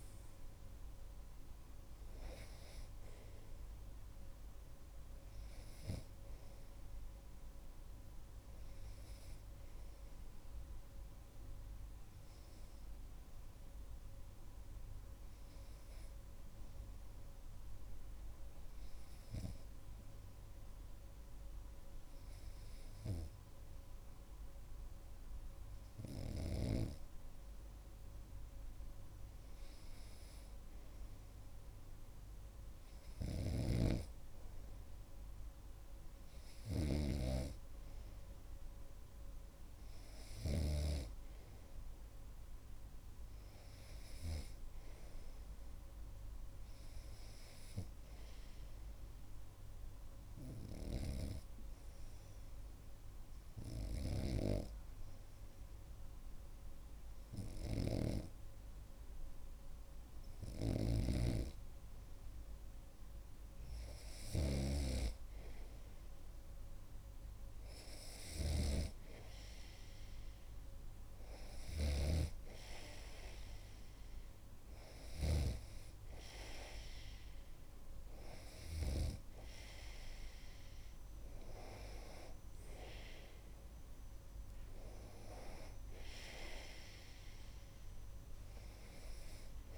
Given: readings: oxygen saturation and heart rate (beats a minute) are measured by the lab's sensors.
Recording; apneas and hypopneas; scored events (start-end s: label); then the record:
breathing in sleep by a room microphone; 2
0.00-23.00 s: oxygen desaturation (device-marked, oxygen 93% lowest)
9.50-27.00 s: hypopnea (oxygen 97% before, 93% lowest)
30.00-34.00 s: arousal
33.50-41.00 s: snoring (device-marked)
51.00-58.50 s: snoring (device-marked)
51.00-63.00 s: hypopnea (oxygen 99% before, 95% lowest)
60.50-72.50 s: snoring (device-marked)
67.50-71.50 s: arousal
From the record:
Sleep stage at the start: REM sleep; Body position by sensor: on the right side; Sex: male